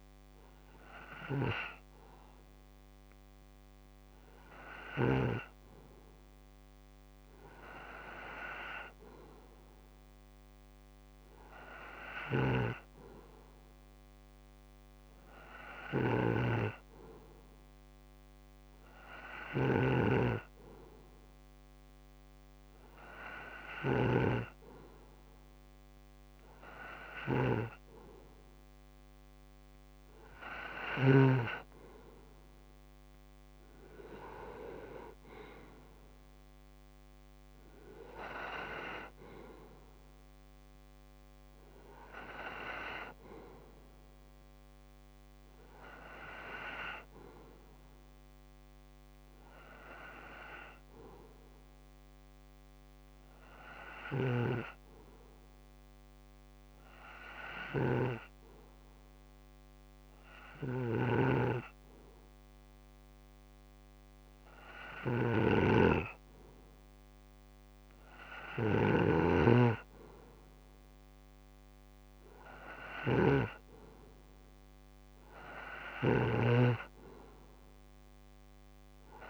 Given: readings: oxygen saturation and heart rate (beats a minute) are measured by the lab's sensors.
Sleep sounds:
breathing in sleep by a microphone on the trachea; 2
1.00-4.50 s: arousal
1.00-5.00 s: snoring (device-marked)
9.50-25.50 s: hypopnea (oxygen 94% before, 92% lowest)
12.00-31.00 s: snoring (device-marked)
26.50-29.50 s: arousal
50.00-63.50 s: hypopnea (oxygen 94% before, 92% lowest)
53.50-58.00 s: snoring (device-marked)
60.00-76.00 s: snoring (device-marked)
67.00-70.50 s: arousal
From the record:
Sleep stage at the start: N2 (light sleep); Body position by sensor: on the right side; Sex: male

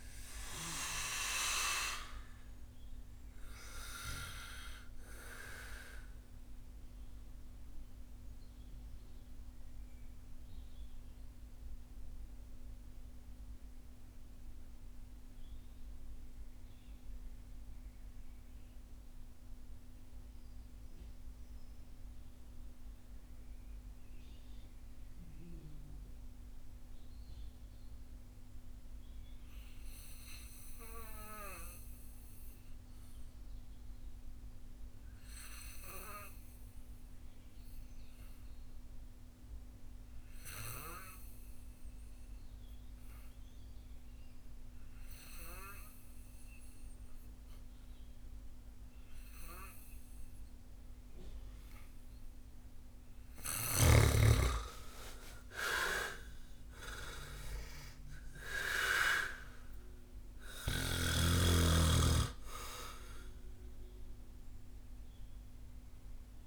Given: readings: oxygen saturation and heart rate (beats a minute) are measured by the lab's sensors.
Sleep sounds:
breathing in sleep by a room microphone; 1
0.00-27.00 s: oxygen desaturation (device-marked, oxygen 77% lowest)
7.50-52.00 s: mixed apnea (oxygen 98% before, 76% lowest)
50.00-66.47 s: oxygen desaturation (device-marked, oxygen 95% before, 76% lowest)
54.00-57.00 s: arousal
From the record:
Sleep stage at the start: N2 (light sleep); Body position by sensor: on the back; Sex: male

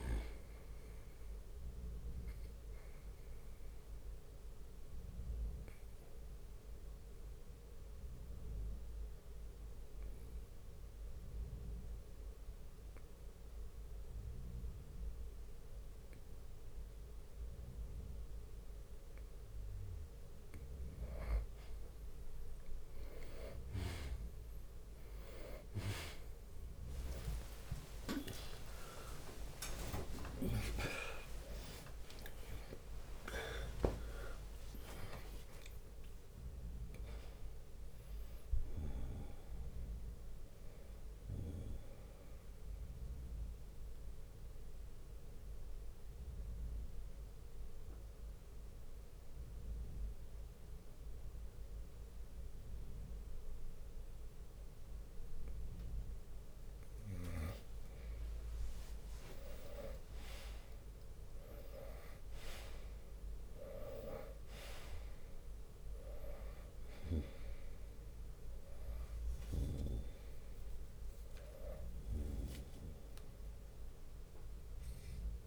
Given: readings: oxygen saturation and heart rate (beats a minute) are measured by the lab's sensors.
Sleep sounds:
breathing in sleep by a room microphone; 2
0.00-3.50 s: drop in pulse transit time (device-marked, heart rate 63 extreme)
0.00-18.50 s: oxygen desaturation (device-marked, oxygen 90% lowest, heart rate 50 extreme)
1.00-3.00 s: long interval between heartbeats (device-marked, heart rate 62 before, 70 extreme)
1.50-5.50 s: bradycardia (device-marked, heart rate 63 before, 59 extreme)
2.00-19.00 s: obstructive apnea (oxygen 98% before, 90% lowest, heart rate 63 before, 50 extreme, up 29 after)
11.50-18.50 s: bradycardia (device-marked, heart rate 63 before, 52 extreme)
25.50-31.50 s: tachycardia (device-marked, heart rate 63 before, 138 extreme)
25.50-56.50 s: oxygen desaturation (device-marked, oxygen 97% before, 90% lowest, heart rate 57 before, 49 extreme)
27.00-29.00 s: long interval between heartbeats (device-marked, heart rate 57 before, 79 extreme)
27.00-31.50 s: arousal
28.50-42.50 s: drop in pulse transit time (device-marked, heart rate 60 before, 76 extreme)
31.00-33.00 s: long interval between heartbeats (device-marked, heart rate 67 before, 131 extreme)
34.50-36.50 s: long interval between heartbeats (device-marked, heart rate 80 before, 77 extreme)
36.50-66.50 s: new sleep stage, N1 (lightest sleep)
42.00-56.00 s: obstructive apnea (oxygen 97% before, 90% lowest, heart rate 90 before, 49 extreme, up 0 after)
55.50-63.50 s: bradycardia (device-marked, heart rate 64 before, 49 extreme)
59.00-62.50 s: arousal
66.50-75.46 s: new sleep stage, N2 (light sleep)
67.00-69.00 s: long interval between heartbeats (device-marked, heart rate 59 before, 66 extreme)
69.50-75.46 s: oxygen desaturation (device-marked, oxygen 98% before, 91% lowest, heart rate 59 before, 60 extreme)
From the record:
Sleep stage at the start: N2 (light sleep); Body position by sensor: on the right side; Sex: male

